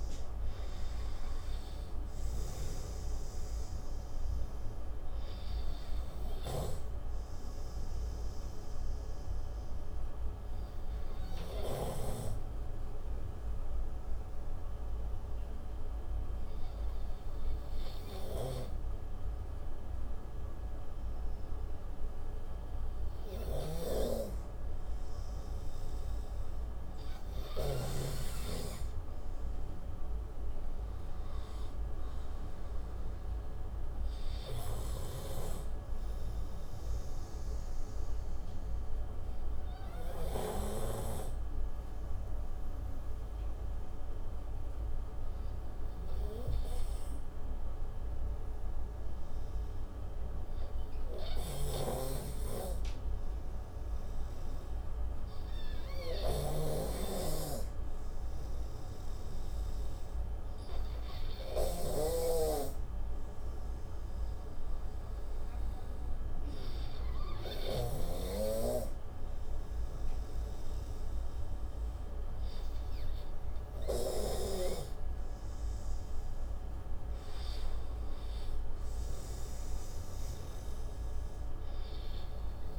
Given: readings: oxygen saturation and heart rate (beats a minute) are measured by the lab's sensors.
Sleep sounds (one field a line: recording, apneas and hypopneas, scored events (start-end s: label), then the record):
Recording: breathing in sleep by a room microphone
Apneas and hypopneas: 2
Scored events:
0.00-3.00 s: arousal
2.50-18.50 s: oxygen desaturation (device-marked, oxygen 96% before, 92% lowest, heart rate 68 before, 58 extreme)
8.00-27.50 s: obstructive apnea (oxygen 96% before, 91% lowest, heart rate 70 before, 58 extreme, up 22 after)
24.00-28.50 s: snoring (device-marked)
31.50-35.50 s: arousal
32.50-52.50 s: oxygen desaturation (device-marked, oxygen 97% before, 91% lowest, heart rate 63 before, 58 extreme)
39.50-74.00 s: obstructive apnea (oxygen 97% before, 91% lowest, heart rate 67 before, 58 extreme, up 21 after)
57.00-68.50 s: snoring (device-marked)
65.50-66.50 s: oxygen desaturation (device-marked, oxygen 97% before, 92% lowest, heart rate 65 before, 65 extreme)
76.00-79.50 s: arousal
From the record:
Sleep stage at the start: N2 (light sleep)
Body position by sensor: on the right side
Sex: male